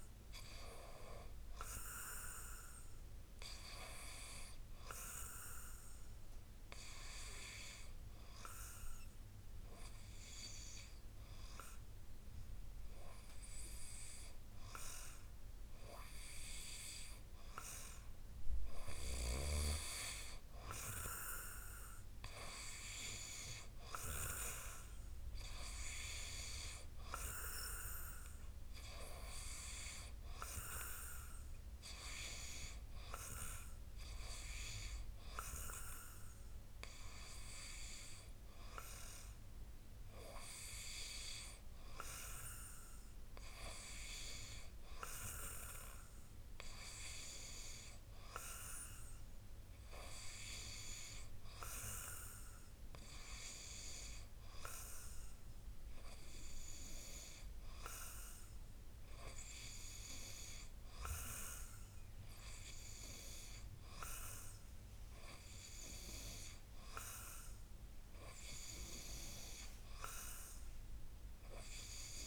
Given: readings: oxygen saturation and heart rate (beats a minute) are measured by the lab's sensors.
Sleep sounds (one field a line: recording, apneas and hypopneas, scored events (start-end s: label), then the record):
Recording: breathing in sleep by a room microphone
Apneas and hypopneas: 1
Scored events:
7.00-19.50 s: hypopnea (oxygen 95% before, 91% lowest, heart rate 59 before, 56 extreme, up 3 after)
21.50-25.00 s: arousal
From the record:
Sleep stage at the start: N2 (light sleep)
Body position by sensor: on the back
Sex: male